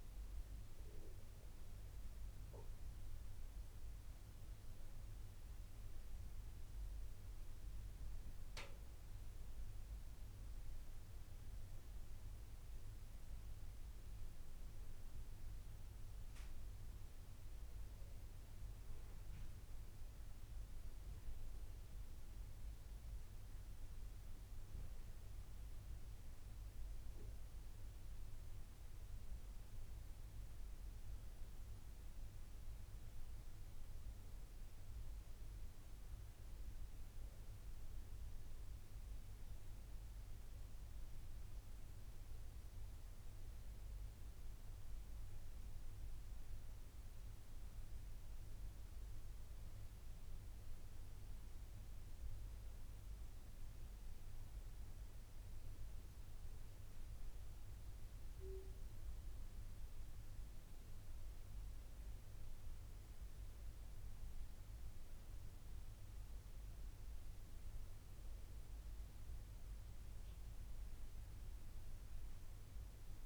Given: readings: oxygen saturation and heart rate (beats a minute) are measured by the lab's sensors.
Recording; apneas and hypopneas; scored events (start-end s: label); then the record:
breathing in sleep, hard to hear, by a room microphone; none
none scored
From the record:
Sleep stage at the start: N2 (light sleep); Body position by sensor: on the back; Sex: female